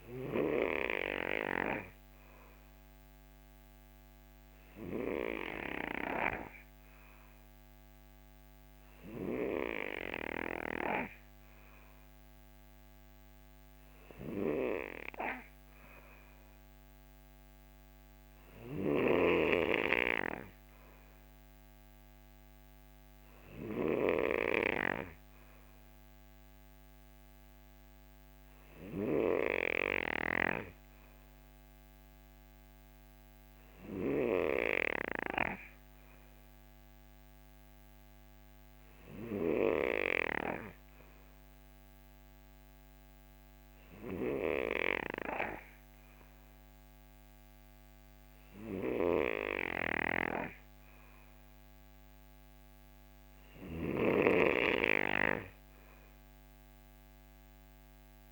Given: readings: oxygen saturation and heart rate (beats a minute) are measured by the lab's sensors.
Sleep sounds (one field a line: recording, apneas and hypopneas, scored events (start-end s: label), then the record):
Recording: breathing in sleep by a microphone on the trachea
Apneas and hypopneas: none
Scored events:
none scored
From the record:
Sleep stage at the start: N3 (deep sleep)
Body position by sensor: on the right side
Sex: male